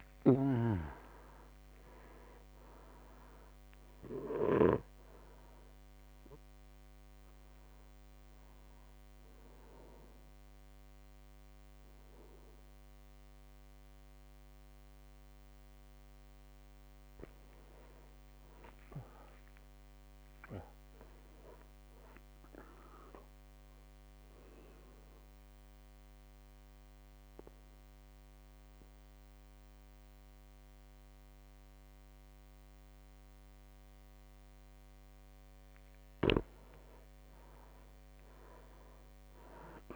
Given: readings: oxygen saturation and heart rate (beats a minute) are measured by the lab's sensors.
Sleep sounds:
breathing in sleep by a microphone on the trachea; 2
0.00-2.00 s: long interval between heartbeats (device-marked, heart rate 60 before, 78 extreme)
0.00-3.00 s: oxygen desaturation (device-marked, oxygen 95% lowest, heart rate 56 extreme)
0.00-5.00 s: snoring (device-marked)
0.00-12.00 s: drop in pulse transit time (device-marked, heart rate 58 extreme)
6.00-16.00 s: obstructive apnea (oxygen 99% before, 94% lowest, heart rate 65 before, 56 extreme, up 5 after)
9.00-27.00 s: oxygen desaturation (device-marked, oxygen 98% before, 94% lowest, heart rate 66 before, 56 extreme)
18.50-22.00 s: arousal
24.50-35.00 s: obstructive apnea (oxygen 98% before, 95% lowest, heart rate 60 before, 57 extreme, up 3 after)
36.50-39.50 s: arousal
From the record:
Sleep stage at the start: REM sleep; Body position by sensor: on the back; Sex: male

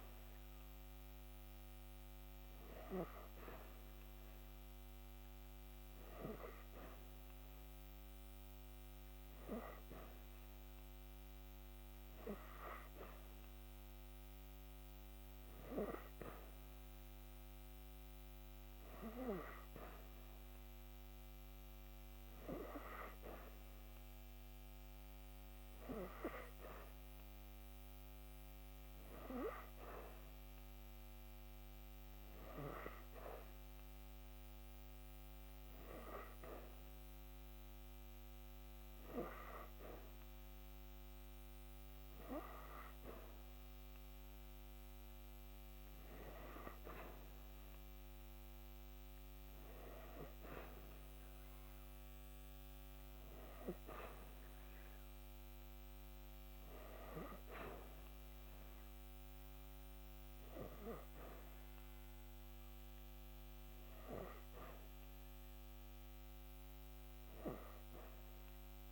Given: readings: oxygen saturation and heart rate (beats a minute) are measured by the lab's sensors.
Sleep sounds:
breathing in sleep by a microphone on the trachea; none
none scored
From the record:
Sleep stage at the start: N3 (deep sleep); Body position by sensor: on the back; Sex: female

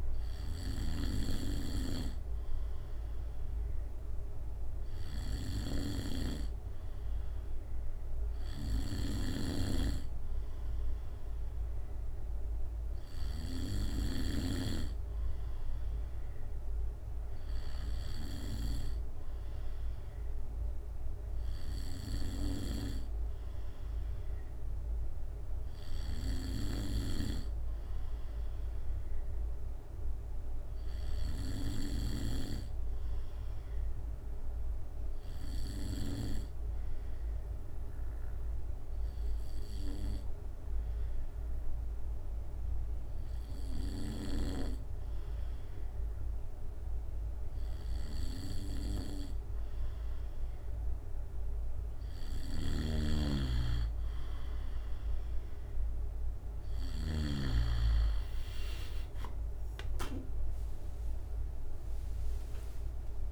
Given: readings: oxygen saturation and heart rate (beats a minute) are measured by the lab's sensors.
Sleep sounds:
breathing in sleep by a room microphone; 1
25.00-28.00 s: arousal
31.00-51.00 s: obstructive apnea (oxygen 96% before, 93% lowest, heart rate 66 before, 57 extreme, up 0 after)
52.50-57.50 s: snoring (device-marked)
56.00-63.31 s: new sleep stage, awake
57.00-59.00 s: bradycardia (device-marked, heart rate 67 before, 65 extreme)
59.00-61.00 s: long interval between heartbeats (device-marked, heart rate 66 before, 57 extreme)
61.00-63.31 s: drop in pulse transit time (device-marked, heart rate 65 before, 58 extreme)
From the record:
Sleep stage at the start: N2 (light sleep); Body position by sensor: on the back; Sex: male

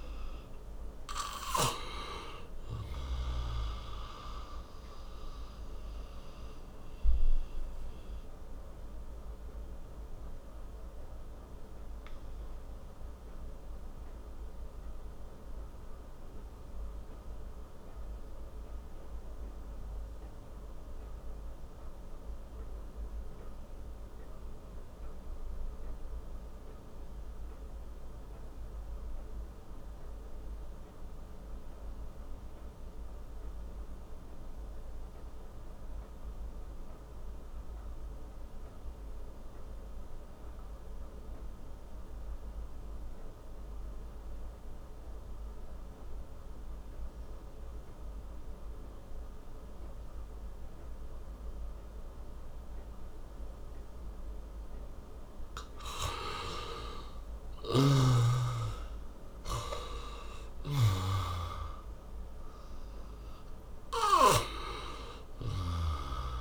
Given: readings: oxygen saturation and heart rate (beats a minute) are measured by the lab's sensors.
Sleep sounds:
breathing in sleep by a room microphone; 1
0.00-26.00 s: oxygen desaturation (device-marked, oxygen 62% lowest)
5.00-55.00 s: obstructive apnea (oxygen 82% before, 62% lowest)
41.00-66.41 s: oxygen desaturation (device-marked, oxygen 97% before, 66% lowest)
56.00-60.50 s: arousal
From the record:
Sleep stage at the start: REM sleep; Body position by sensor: on the back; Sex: male

